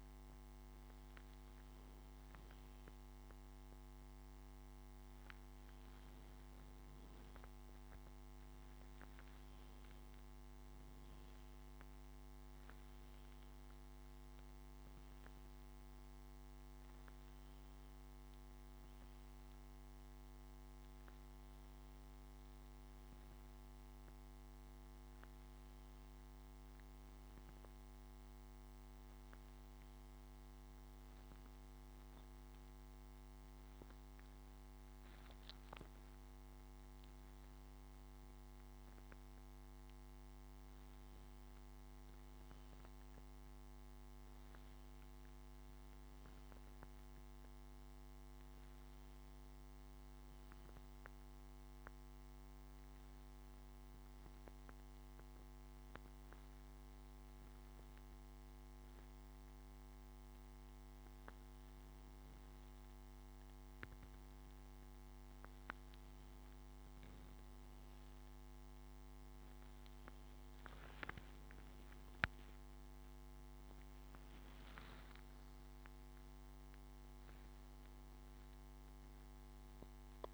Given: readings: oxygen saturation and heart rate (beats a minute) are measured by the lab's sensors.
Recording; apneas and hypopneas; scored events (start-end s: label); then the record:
breathing in sleep, hard to hear, by a microphone on the trachea; 1
46.00-49.00 s: arousal
53.00-64.50 s: hypopnea (oxygen 95% before, 93% lowest, heart rate 70 before, 65 extreme, up 4 after)
68.50-72.50 s: arousal
From the record:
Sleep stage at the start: N2 (light sleep); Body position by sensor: on the back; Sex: male